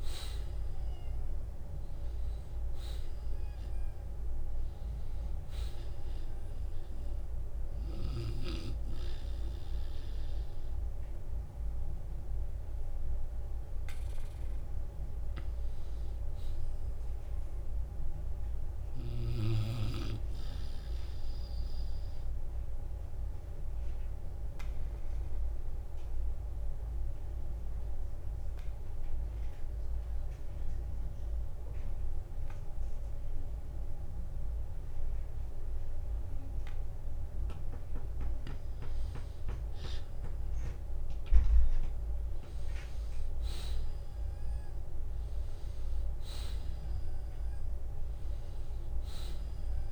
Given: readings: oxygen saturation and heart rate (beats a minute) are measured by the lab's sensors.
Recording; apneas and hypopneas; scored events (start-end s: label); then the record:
breathing in sleep by a room microphone; 1
0.00-30.00 s: oxygen desaturation (device-marked, oxygen 84% lowest, heart rate 40 extreme)
21.00-37.50 s: obstructive apnea (oxygen 95% before, 84% lowest, heart rate 64 before, 40 extreme)
40.50-45.50 s: arousal
From the record:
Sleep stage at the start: N2 (light sleep); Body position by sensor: on the back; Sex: male